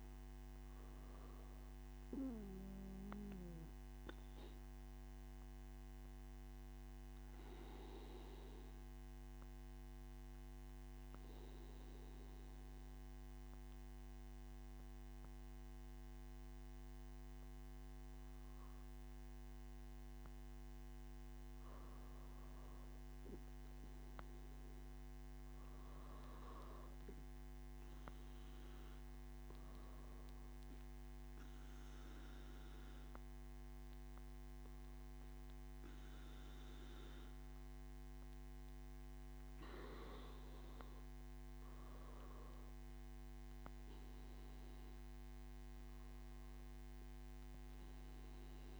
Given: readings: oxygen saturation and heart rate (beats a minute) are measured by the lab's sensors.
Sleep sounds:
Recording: breathing in sleep, hard to hear, by a microphone on the trachea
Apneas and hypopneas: none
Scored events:
26.00-41.00 s: oxygen desaturation (device-marked, oxygen 98% before, 94% lowest, heart rate 113 before, 69 extreme)
From the record:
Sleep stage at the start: N2 (light sleep)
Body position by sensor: on the back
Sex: male

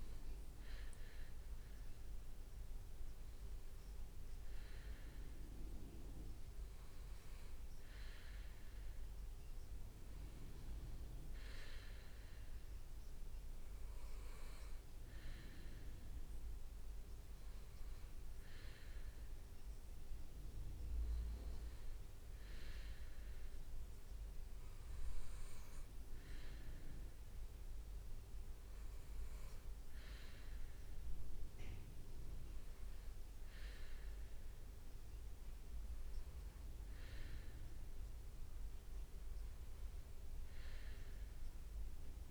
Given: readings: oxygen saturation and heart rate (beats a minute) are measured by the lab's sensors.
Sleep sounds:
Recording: breathing in sleep, hard to hear, by a room microphone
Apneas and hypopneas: none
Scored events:
37.00-40.50 s: leg movement (device-marked)
From the record:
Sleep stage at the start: N2 (light sleep)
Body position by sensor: on the right side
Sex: male

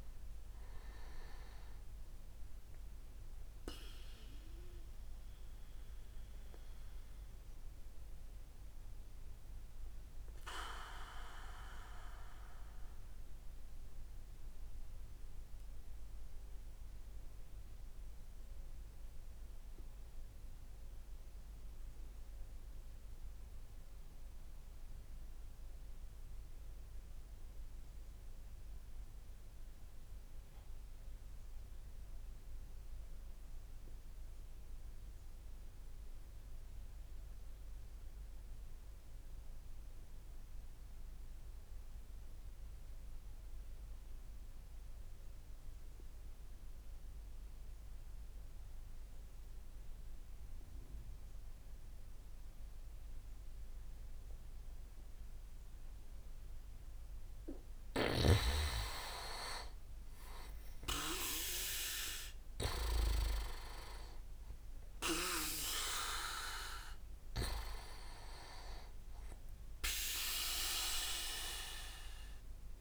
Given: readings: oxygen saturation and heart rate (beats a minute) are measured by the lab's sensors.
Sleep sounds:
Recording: breathing in sleep by a room microphone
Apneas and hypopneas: 1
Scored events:
3.00-54.50 s: obstructive apnea (oxygen 99% before, 92% lowest, heart rate 74 before, 55 extreme, up 19 after)
41.50-72.81 s: oxygen desaturation (device-marked, oxygen 99% before, 92% lowest, heart rate 58 before, 57 extreme)
56.50-61.00 s: arousal
From the record:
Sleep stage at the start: REM sleep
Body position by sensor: on the back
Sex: male

